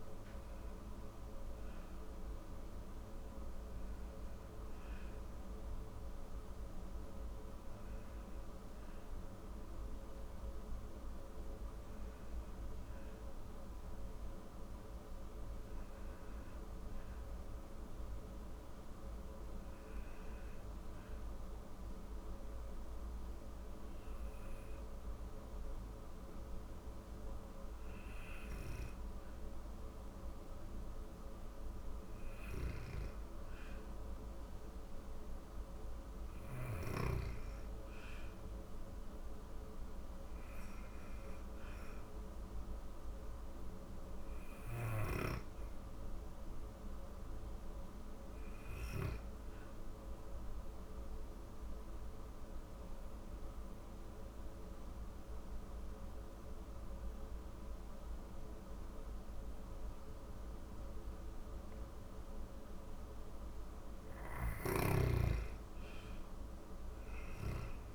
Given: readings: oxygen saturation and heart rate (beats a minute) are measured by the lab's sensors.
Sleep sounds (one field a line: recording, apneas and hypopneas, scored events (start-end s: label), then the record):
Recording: breathing in sleep, hard to hear, by a room microphone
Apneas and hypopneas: 2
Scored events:
0.00-12.00 s: oxygen desaturation (device-marked, oxygen 90% lowest)
1.00-29.00 s: obstructive apnea (oxygen 96% before, 90% lowest)
32.50-37.50 s: arousal
50.00-63.00 s: obstructive apnea (oxygen 97% before, 90% lowest, heart rate 42 before, 35 extreme, up 0 after)
51.00-67.94 s: new sleep stage, N2 (light sleep)
64.50-67.94 s: arousal
From the record:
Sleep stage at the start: N1 (lightest sleep)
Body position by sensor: on the back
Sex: female